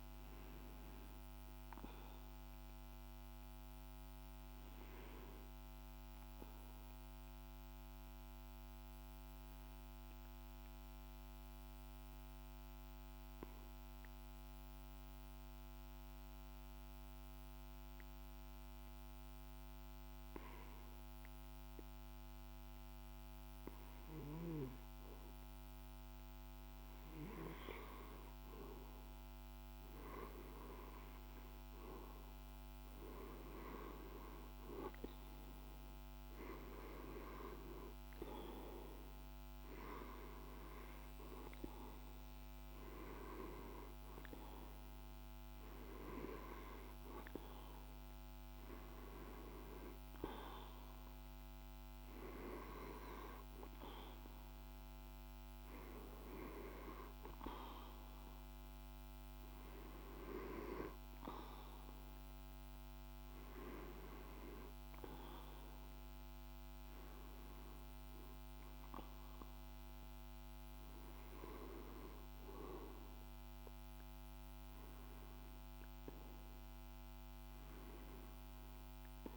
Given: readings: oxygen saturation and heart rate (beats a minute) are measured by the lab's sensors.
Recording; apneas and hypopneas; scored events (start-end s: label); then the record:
breathing in sleep by a microphone on the trachea; 1
6.00-24.00 s: obstructive apnea (oxygen 99% before, 87% lowest, heart rate 53 before, 49 extreme, up 1 after)
23.50-57.50 s: oxygen desaturation (device-marked, oxygen 98% before, 87% lowest, heart rate 51 before, 50 extreme)
27.00-32.50 s: arousal
From the record:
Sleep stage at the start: REM sleep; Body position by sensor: on the back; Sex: male